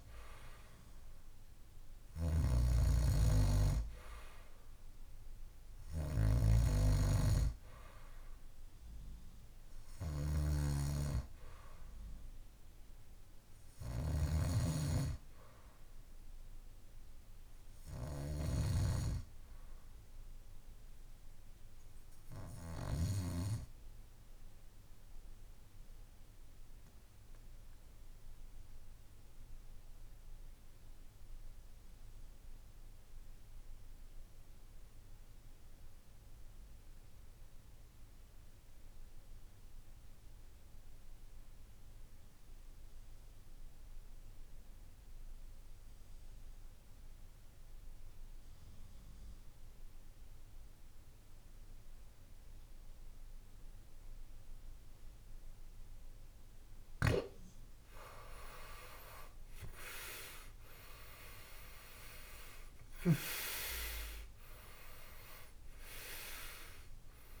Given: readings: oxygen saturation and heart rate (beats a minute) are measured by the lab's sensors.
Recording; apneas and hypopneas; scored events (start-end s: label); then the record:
breathing in sleep by a room microphone; 1
0.00-23.00 s: snoring (device-marked)
0.00-30.00 s: oxygen desaturation (device-marked, oxygen 88% lowest, heart rate 54 extreme)
22.50-55.00 s: obstructive apnea (oxygen 94% before, 79% lowest, heart rate 59 before, 54 extreme, up 11 after)
56.50-63.00 s: snoring (device-marked)
58.00-62.00 s: arousal
59.00-67.40 s: oxygen desaturation (device-marked, oxygen 92% before, 79% lowest, heart rate 55 before, 55 extreme)
From the record:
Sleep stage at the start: N2 (light sleep); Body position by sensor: on the back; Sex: male